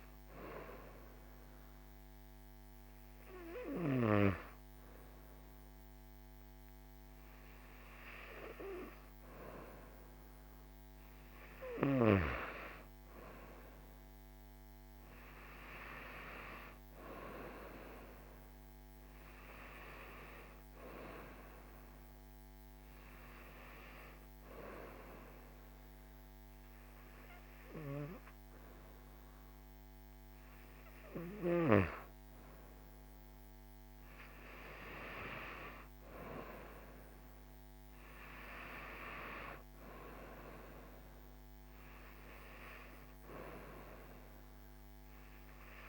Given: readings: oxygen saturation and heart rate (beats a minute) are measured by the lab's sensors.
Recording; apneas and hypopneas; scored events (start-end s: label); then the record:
breathing in sleep by a microphone on the trachea; none
none scored
From the record:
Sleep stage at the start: N2 (light sleep); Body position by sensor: on the right side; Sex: female